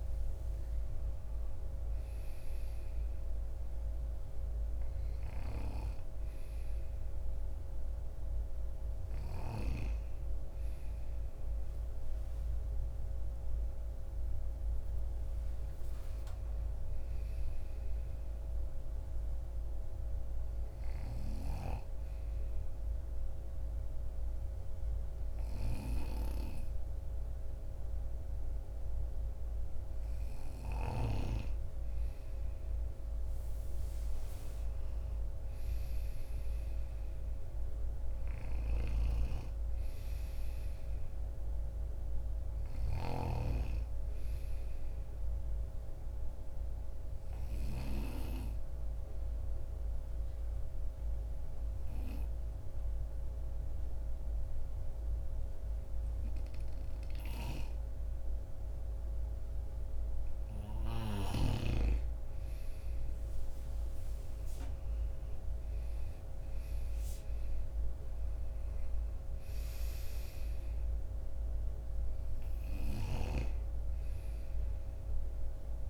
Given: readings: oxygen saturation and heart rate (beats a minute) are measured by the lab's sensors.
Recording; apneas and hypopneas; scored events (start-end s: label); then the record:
breathing in sleep by a room microphone; 2
3.00-18.00 s: oxygen desaturation (device-marked, oxygen 96% before, 91% lowest)
20.00-30.50 s: obstructive apnea (oxygen 96% before, 90% lowest)
35.00-38.00 s: arousal
41.00-58.00 s: oxygen desaturation (device-marked, oxygen 94% before, 90% lowest)
44.50-60.00 s: obstructive apnea (oxygen 94% before, 90% lowest)
63.50-68.00 s: arousal
From the record:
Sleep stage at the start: N2 (light sleep); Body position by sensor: on the right side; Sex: male